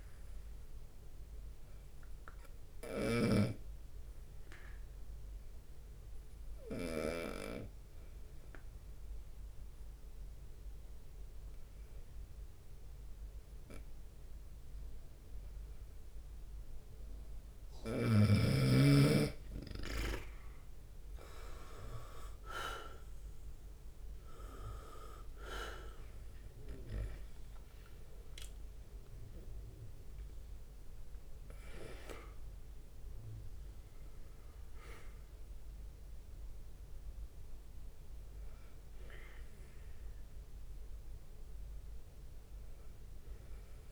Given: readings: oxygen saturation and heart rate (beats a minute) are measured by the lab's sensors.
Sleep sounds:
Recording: breathing in sleep by a room microphone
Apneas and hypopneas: 1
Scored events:
0.00-7.50 s: snoring (device-marked)
2.50-18.00 s: obstructive apnea (oxygen 97% before, 88% lowest, heart rate 88 before, 71 extreme, up 4 after)
15.50-43.92 s: oxygen desaturation (device-marked, oxygen 97% before, 88% lowest, heart rate 77 before, 68 extreme)
17.50-20.00 s: leg movement (device-marked)
20.50-23.50 s: leg movement (device-marked)
21.50-26.50 s: arousal
22.50-38.50 s: drop in pulse transit time (device-marked, heart rate 74 before, 75 extreme)
29.50-30.50 s: leg movement (device-marked)
From the record:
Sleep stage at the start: N2 (light sleep)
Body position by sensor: on the right side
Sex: male

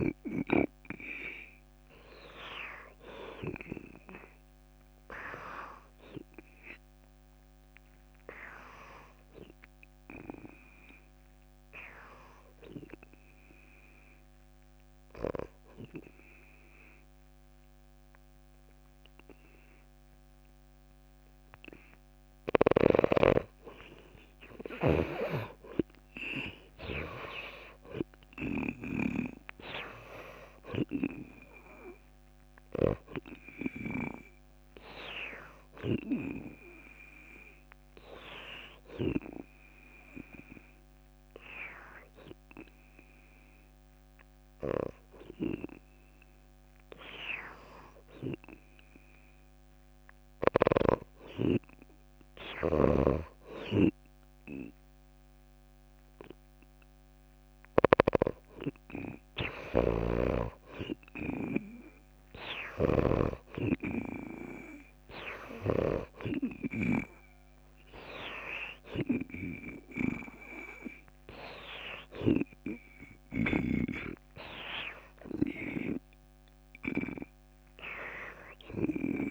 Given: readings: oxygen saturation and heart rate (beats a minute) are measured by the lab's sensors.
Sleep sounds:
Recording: breathing in sleep by a microphone on the trachea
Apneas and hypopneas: 2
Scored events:
0.00-3.50 s: arousal
7.50-22.00 s: obstructive apnea (oxygen 96% before, 86% lowest)
24.00-29.00 s: arousal
24.50-43.50 s: oxygen desaturation (device-marked, oxygen 95% before, 86% lowest)
40.50-50.50 s: obstructive apnea (oxygen 95% before, 90% lowest)
53.00-63.50 s: snoring (device-marked)
54.00-58.00 s: arousal
56.50-79.31 s: oxygen desaturation (device-marked, oxygen 96% before, 90% lowest)
From the record:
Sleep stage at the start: N2 (light sleep)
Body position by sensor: on the back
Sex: female

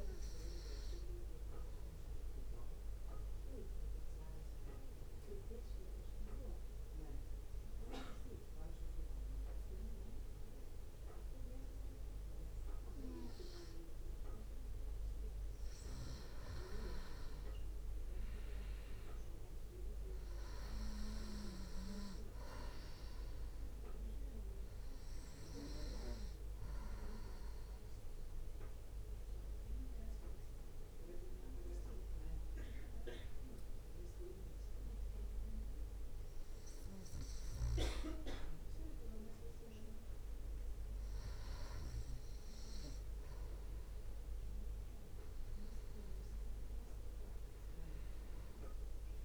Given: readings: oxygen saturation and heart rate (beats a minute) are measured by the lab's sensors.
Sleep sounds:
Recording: breathing in sleep by a room microphone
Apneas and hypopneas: 2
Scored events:
0.50-14.50 s: oxygen desaturation (device-marked, oxygen 95% before, 91% lowest, heart rate 62 before, 54 extreme)
2.50-16.00 s: obstructive apnea (oxygen 95% before, 91% lowest, heart rate 61 before, 54 extreme, up 2 after)
19.00-23.00 s: arousal
27.50-40.00 s: obstructive apnea (oxygen 95% before, 91% lowest, heart rate 61 before, 54 extreme, up 8 after)
42.50-47.00 s: arousal
From the record:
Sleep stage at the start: N2 (light sleep)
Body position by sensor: on the back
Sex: male

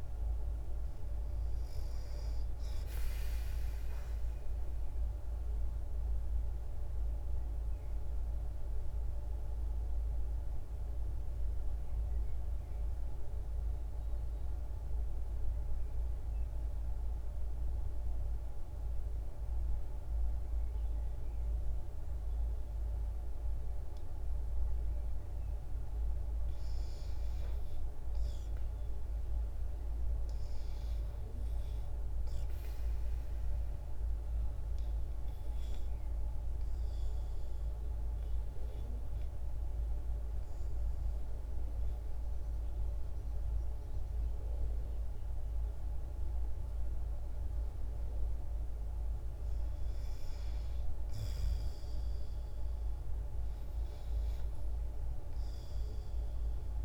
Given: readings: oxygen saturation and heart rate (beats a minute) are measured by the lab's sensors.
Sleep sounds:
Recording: breathing in sleep, hard to hear, by a room microphone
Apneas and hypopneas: 2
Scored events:
0.00-10.50 s: oxygen desaturation (device-marked, oxygen 87% lowest, heart rate 59 extreme)
3.50-25.50 s: mixed apnea (oxygen 91% before, 82% lowest, heart rate 66 before, 59 extreme, up 1 after)
26.50-45.50 s: oxygen desaturation (device-marked, oxygen 97% before, 87% lowest, heart rate 59 before, 60 extreme)
27.00-30.00 s: arousal
34.50-49.50 s: obstructive apnea (oxygen 97% before, 82% lowest, heart rate 59 before, 60 extreme, up 4 after)
51.00-54.50 s: arousal
53.50-56.85 s: oxygen desaturation (device-marked, oxygen 89% before, 82% lowest, heart rate 61 before, 62 extreme)
From the record:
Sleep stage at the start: REM sleep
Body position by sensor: on the back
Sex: female

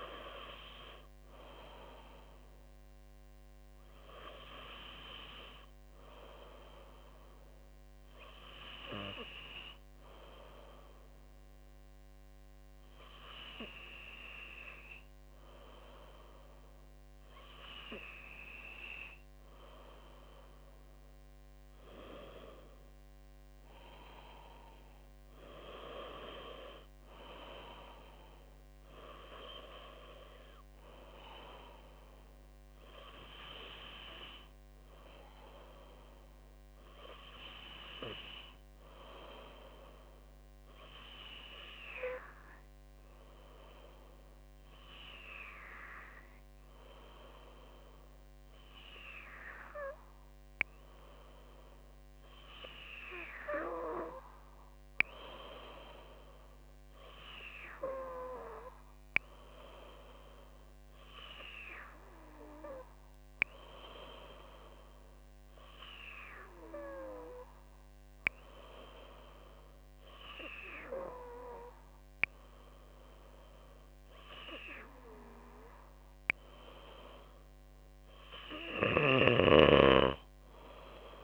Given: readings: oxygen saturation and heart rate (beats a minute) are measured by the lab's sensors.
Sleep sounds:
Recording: breathing in sleep by a microphone on the trachea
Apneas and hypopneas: 1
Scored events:
7.00-20.50 s: hypopnea (oxygen 97% before, 96% lowest, heart rate 55 before, 53 extreme, up 6 after)
22.00-26.50 s: arousal
From the record:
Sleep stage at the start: N2 (light sleep)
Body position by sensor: on the back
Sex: female

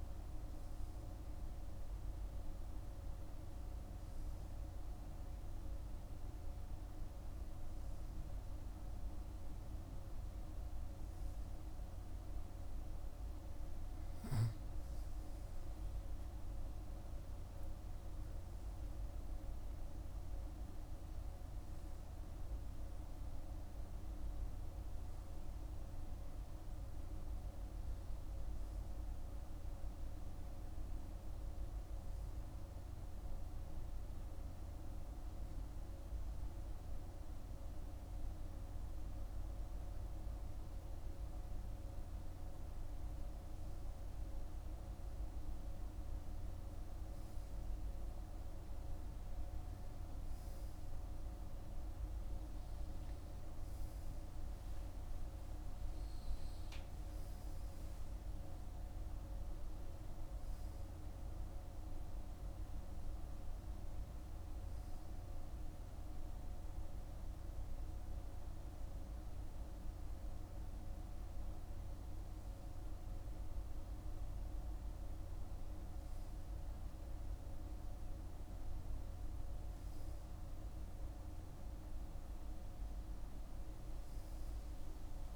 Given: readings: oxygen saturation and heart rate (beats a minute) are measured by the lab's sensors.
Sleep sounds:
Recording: breathing in sleep, hard to hear, by a room microphone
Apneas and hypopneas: none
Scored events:
69.50-85.36 s: new sleep stage, N2 (light sleep)
From the record:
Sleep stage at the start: N3 (deep sleep)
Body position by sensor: on the right side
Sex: male

